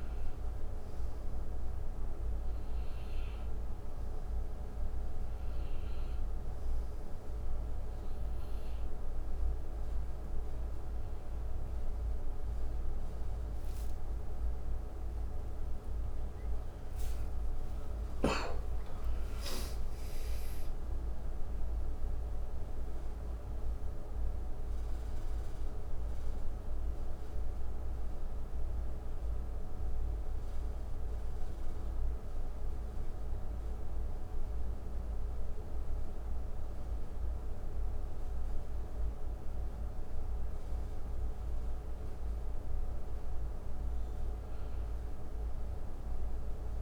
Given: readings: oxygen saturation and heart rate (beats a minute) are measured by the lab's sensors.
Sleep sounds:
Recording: breathing in sleep, hard to hear, by a room microphone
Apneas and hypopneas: none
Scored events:
13.50-18.00 s: arousal
From the record:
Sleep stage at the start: N1 (lightest sleep)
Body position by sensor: on the right side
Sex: male

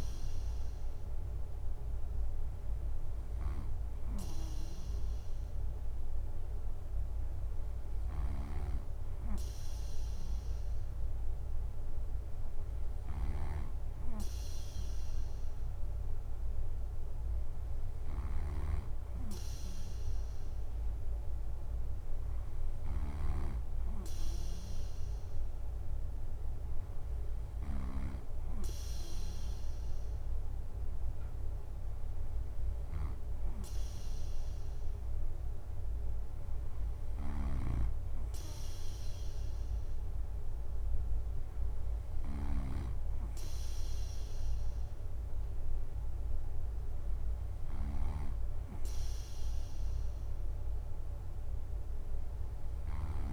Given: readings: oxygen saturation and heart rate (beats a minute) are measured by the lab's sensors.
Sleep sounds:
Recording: breathing in sleep by a room microphone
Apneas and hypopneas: none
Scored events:
2.50-53.33 s: snoring (device-marked)
From the record:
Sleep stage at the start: N2 (light sleep)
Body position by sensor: on the right side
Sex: male

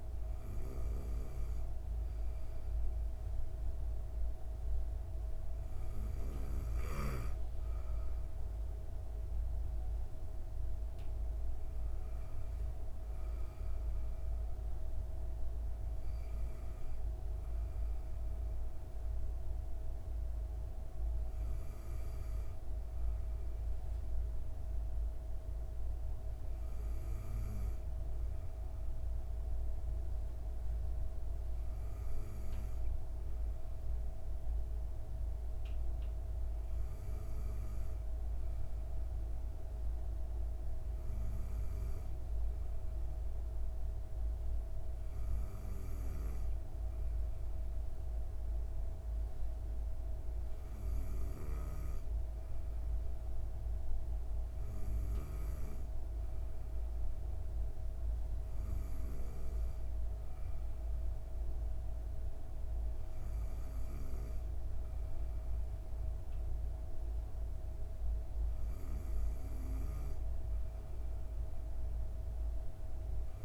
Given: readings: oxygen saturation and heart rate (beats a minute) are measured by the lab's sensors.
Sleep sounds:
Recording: breathing in sleep, hard to hear, by a room microphone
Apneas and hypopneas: none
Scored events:
none scored
From the record:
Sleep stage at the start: N2 (light sleep)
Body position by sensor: on the back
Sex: female

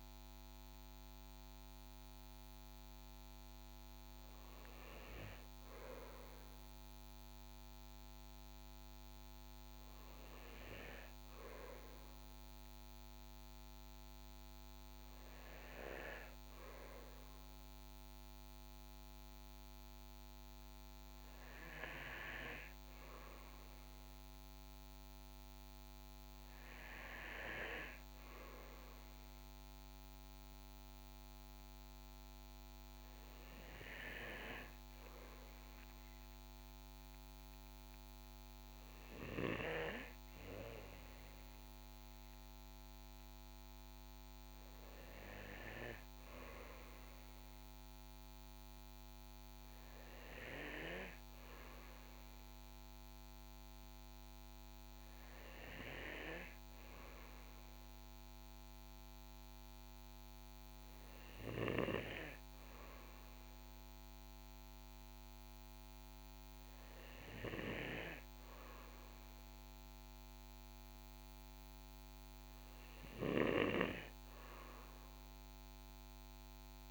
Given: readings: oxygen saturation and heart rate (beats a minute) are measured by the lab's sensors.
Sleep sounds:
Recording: breathing in sleep by a microphone on the trachea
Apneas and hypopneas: none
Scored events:
none scored
From the record:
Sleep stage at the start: N2 (light sleep)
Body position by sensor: on the back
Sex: male

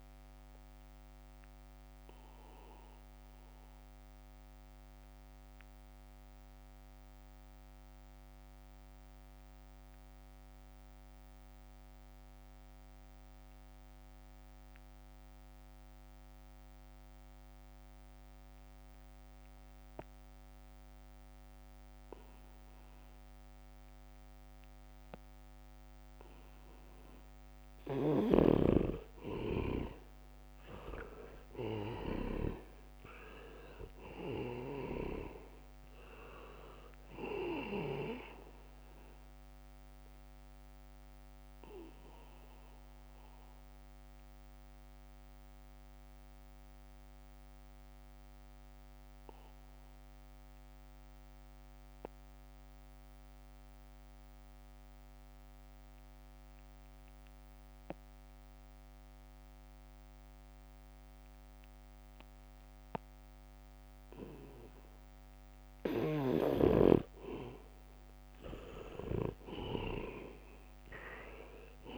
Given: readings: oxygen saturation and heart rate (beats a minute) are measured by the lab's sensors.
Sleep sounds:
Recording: breathing in sleep by a microphone on the trachea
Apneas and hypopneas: 2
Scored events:
0.00-3.50 s: leg movement (device-marked)
0.00-13.00 s: oxygen desaturation (device-marked, oxygen 78% lowest, heart rate 68 extreme)
1.50-27.00 s: mixed apnea (oxygen 99% before, 78% lowest, heart rate 71 before, 69 extreme, up 1 after)
19.00-55.00 s: oxygen desaturation (device-marked, oxygen 99% before, 78% lowest, heart rate 73 before, 63 extreme)
24.00-26.50 s: leg movement (device-marked)
31.50-36.00 s: arousal
42.00-65.50 s: obstructive apnea (oxygen 99% before, 77% lowest, heart rate 70 before, 63 extreme, up 3 after)
62.00-71.98 s: oxygen desaturation (device-marked, oxygen 98% before, 78% lowest, heart rate 72 before, 63 extreme)
66.00-71.98 s: snoring (device-marked)
69.00-71.98 s: arousal
From the record:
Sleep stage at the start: N2 (light sleep)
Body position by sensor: on the back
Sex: male

